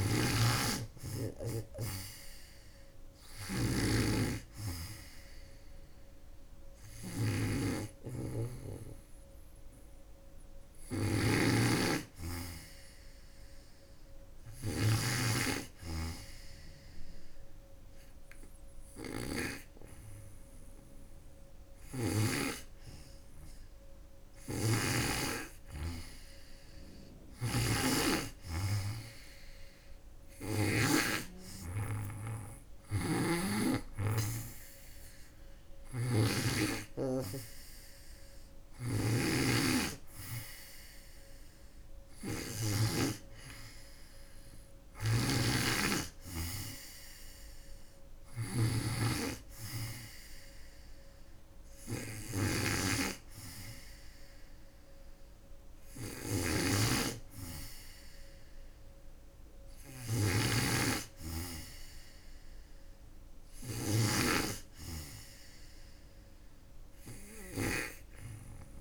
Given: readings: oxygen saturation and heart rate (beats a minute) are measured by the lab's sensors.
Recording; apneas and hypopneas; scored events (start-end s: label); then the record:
breathing in sleep by a room microphone; 1
0.00-14.50 s: snoring (device-marked)
6.50-10.00 s: arousal
14.00-24.00 s: hypopnea (oxygen 98% before, 95% lowest, heart rate 80 before, 79 extreme, up 3 after)
24.00-30.50 s: snoring (device-marked)
25.50-28.00 s: arousal
32.50-36.00 s: snoring (device-marked)
38.00-42.50 s: snoring (device-marked)
44.50-63.50 s: snoring (device-marked)
From the record:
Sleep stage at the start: N2 (light sleep); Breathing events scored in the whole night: 163 in 5.4 hours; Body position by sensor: on the back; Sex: female